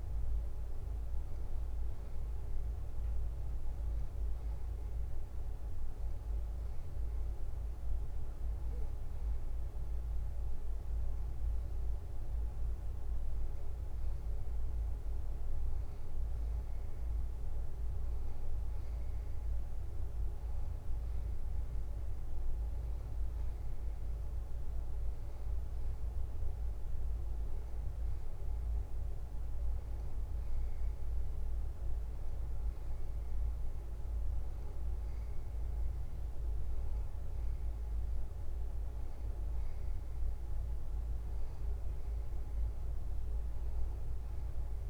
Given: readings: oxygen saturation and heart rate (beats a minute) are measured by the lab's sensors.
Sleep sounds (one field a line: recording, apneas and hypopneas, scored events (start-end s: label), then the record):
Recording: breathing in sleep, hard to hear, by a room microphone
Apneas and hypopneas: none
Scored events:
none scored
From the record:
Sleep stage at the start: N2 (light sleep)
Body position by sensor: on the back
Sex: male